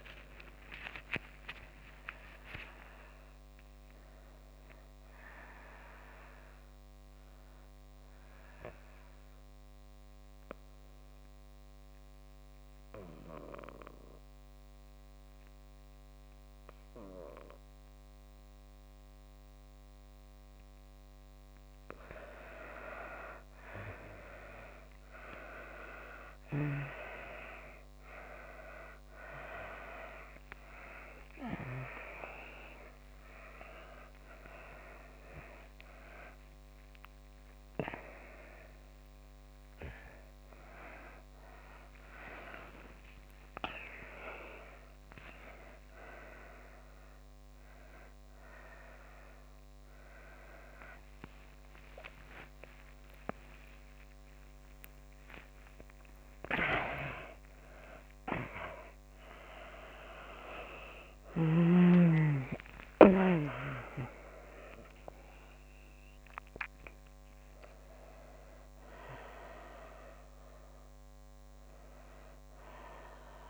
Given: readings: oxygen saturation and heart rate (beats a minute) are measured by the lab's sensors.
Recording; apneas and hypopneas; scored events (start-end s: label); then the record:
a person awake in a sleep study, by a microphone on the trachea; 1
0.00-11.50 s: oxygen desaturation (device-marked, oxygen 92% lowest)
6.50-22.50 s: mixed apnea (oxygen 97% before, 91% lowest)
12.50-72.50 s: new sleep stage, awake
30.50-39.50 s: oxygen desaturation (device-marked, oxygen 95% before, 92% lowest)
41.50-51.50 s: oxygen desaturation (device-marked, oxygen 94% before, 91% lowest)
72.50-73.49 s: new sleep stage, N2 (light sleep)
From the record:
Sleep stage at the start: N1 (lightest sleep); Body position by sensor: on the back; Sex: female